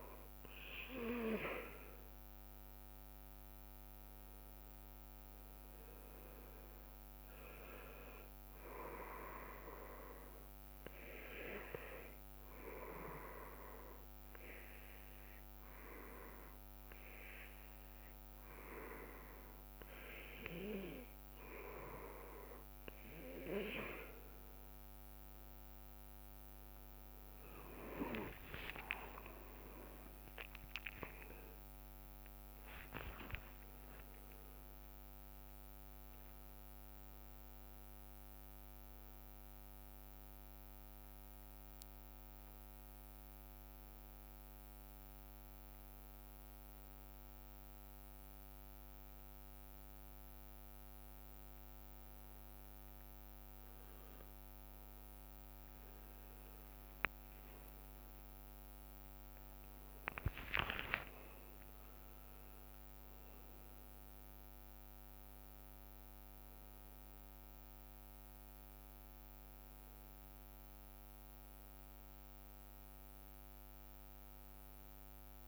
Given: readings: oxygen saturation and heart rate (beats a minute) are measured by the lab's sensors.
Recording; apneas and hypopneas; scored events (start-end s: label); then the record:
breathing in sleep by a microphone on the trachea; 1
28.00-33.50 s: arousal
34.00-64.00 s: new sleep stage, N1 (lightest sleep)
44.00-56.50 s: hypopnea (oxygen 98% before, 96% lowest)
57.50-59.50 s: long interval between heartbeats (device-marked)
57.50-61.50 s: arousal
61.00-63.00 s: long interval between heartbeats (device-marked)
64.00-66.00 s: long interval between heartbeats (device-marked)
64.00-75.48 s: new sleep stage, N2 (light sleep)
From the record:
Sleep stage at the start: N2 (light sleep); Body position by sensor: on the back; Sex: male